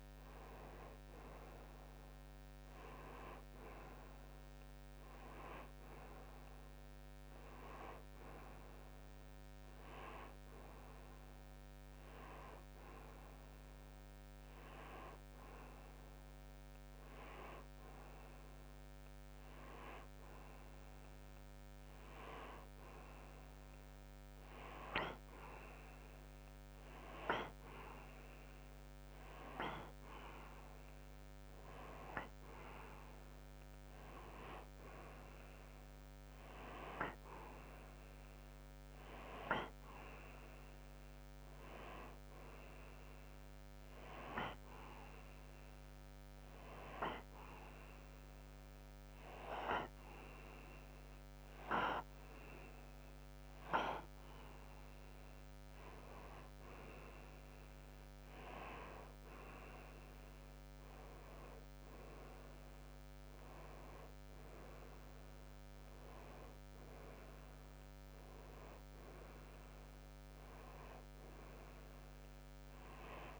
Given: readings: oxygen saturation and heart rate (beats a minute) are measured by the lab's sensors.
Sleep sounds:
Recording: breathing in sleep by a microphone on the trachea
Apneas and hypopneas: 1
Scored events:
5.50-22.50 s: oxygen desaturation (device-marked, oxygen 96% before, 92% lowest, heart rate 67 before, 65 extreme)
39.50-42.50 s: arousal
47.00-57.00 s: obstructive apnea (oxygen 93% before, 90% lowest, heart rate 66 before, 64 extreme, up 4 after)
60.50-64.50 s: arousal
From the record:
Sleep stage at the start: N1 (lightest sleep)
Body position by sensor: on the right side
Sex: male

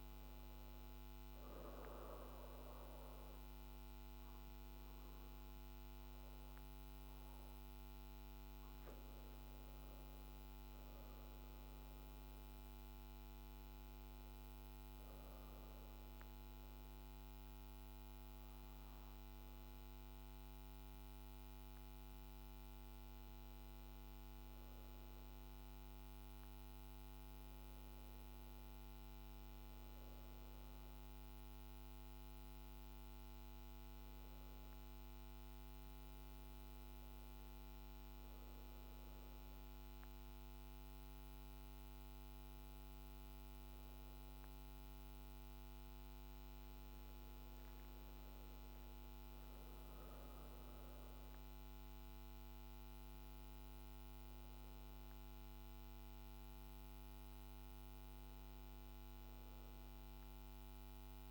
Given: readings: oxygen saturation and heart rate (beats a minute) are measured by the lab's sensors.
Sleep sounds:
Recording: breathing in sleep, hard to hear, by a microphone on the trachea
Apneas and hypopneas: none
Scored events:
0.00-1.00 s: arousal
0.00-9.50 s: oxygen desaturation (device-marked, oxygen 89% lowest, heart rate 52 extreme)
20.50-28.50 s: oxygen desaturation (device-marked, oxygen 96% before, 91% lowest, heart rate 55 before, 52 extreme)
From the record:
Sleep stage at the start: N2 (light sleep)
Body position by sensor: on the back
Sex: female

